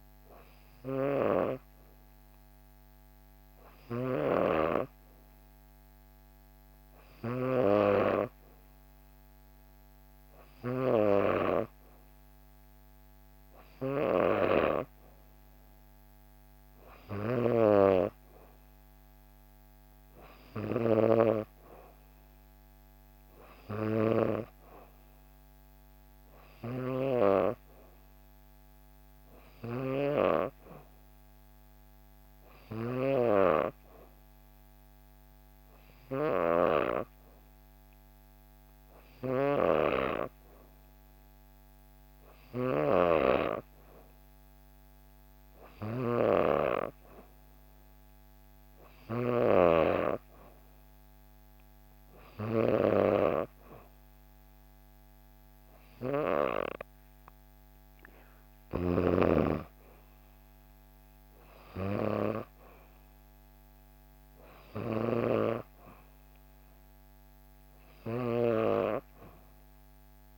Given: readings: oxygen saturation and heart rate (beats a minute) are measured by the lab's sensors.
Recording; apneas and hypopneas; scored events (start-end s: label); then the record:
breathing in sleep by a microphone on the trachea; none
26.00-29.50 s: snoring (device-marked)
39.50-69.50 s: new sleep stage, N3 (deep sleep)
64.50-68.00 s: snoring (device-marked)
69.50-70.38 s: new sleep stage, N2 (light sleep)
From the record:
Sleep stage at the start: N2 (light sleep); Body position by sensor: on the back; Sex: female